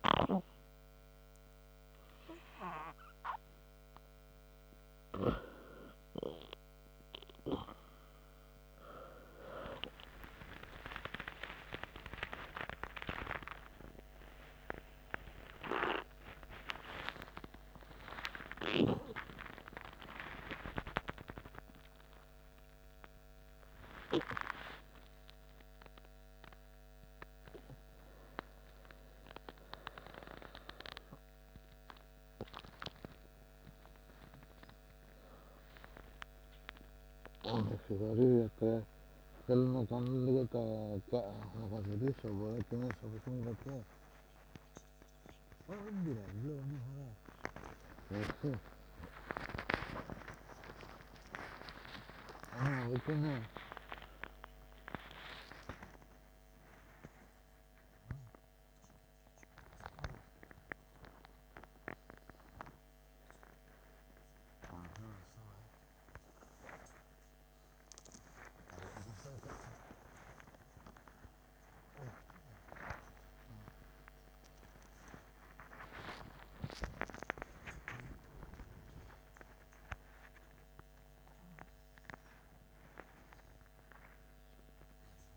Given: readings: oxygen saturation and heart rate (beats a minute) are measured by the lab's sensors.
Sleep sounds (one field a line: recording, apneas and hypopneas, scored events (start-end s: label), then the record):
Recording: a person awake in a sleep study, by a microphone on the trachea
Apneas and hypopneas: none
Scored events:
none scored
From the record:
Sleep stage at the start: awake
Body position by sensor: on the back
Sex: male